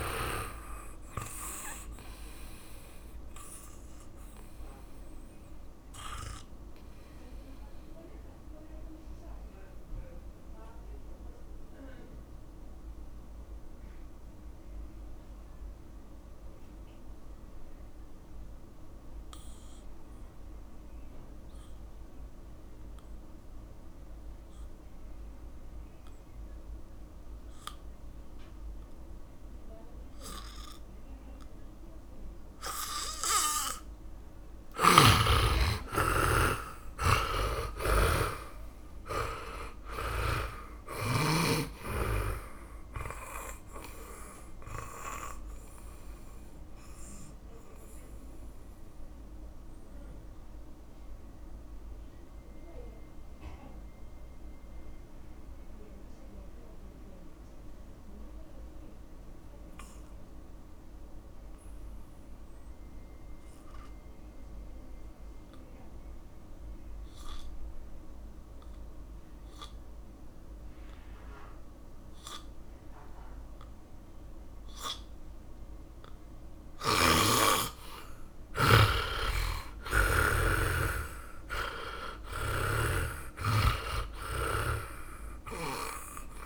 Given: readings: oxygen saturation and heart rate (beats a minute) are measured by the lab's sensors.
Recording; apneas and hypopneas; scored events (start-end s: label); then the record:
breathing in sleep by a room microphone; 2
0.00-1.50 s: oxygen desaturation (device-marked, oxygen 90% lowest, heart rate 55 extreme)
3.50-25.50 s: oxygen desaturation (device-marked, oxygen 98% before, 79% lowest, heart rate 61 before, 50 extreme)
7.00-34.00 s: mixed apnea (oxygen 100% before, 79% lowest, heart rate 64 before, 50 extreme, up 18 after)
36.00-40.00 s: arousal
37.50-41.00 s: snoring (device-marked)
39.50-65.50 s: oxygen desaturation (device-marked, oxygen 100% before, 79% lowest, heart rate 54 before, 49 extreme)
46.50-75.00 s: mixed apnea (oxygen 100% before, 79% lowest, heart rate 59 before, 49 extreme, up 10 after)
78.50-82.50 s: arousal
80.00-83.50 s: snoring (device-marked)
83.50-86.46 s: oxygen desaturation (device-marked, oxygen 100% before, 79% lowest, heart rate 53 before, 48 extreme)
From the record:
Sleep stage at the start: N2 (light sleep); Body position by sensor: on the back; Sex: male